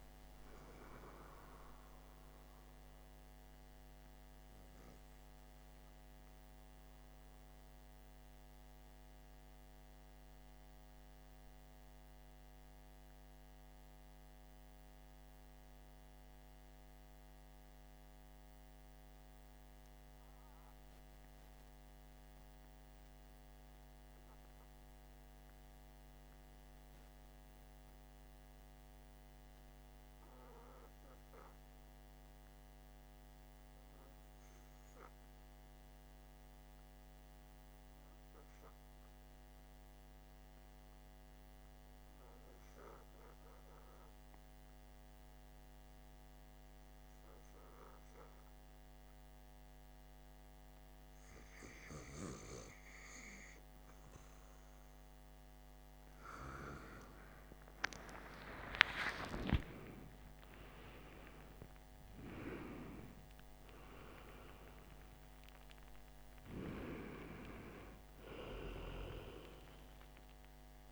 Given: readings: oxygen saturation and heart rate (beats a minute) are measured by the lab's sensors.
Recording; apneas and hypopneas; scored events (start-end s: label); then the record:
breathing in sleep by a microphone on the trachea; 1
6.00-42.50 s: mixed apnea (oxygen 96% before, 92% lowest, heart rate 57 before, 48 extreme, up 1 after)
12.50-25.50 s: oxygen desaturation (device-marked, oxygen 95% before, 92% lowest, heart rate 54 before, 48 extreme)
48.50-70.91 s: oxygen desaturation (device-marked, oxygen 98% before, 92% lowest, heart rate 50 before, 49 extreme)
57.00-62.50 s: arousal
From the record:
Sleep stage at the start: REM sleep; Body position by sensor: on the back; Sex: male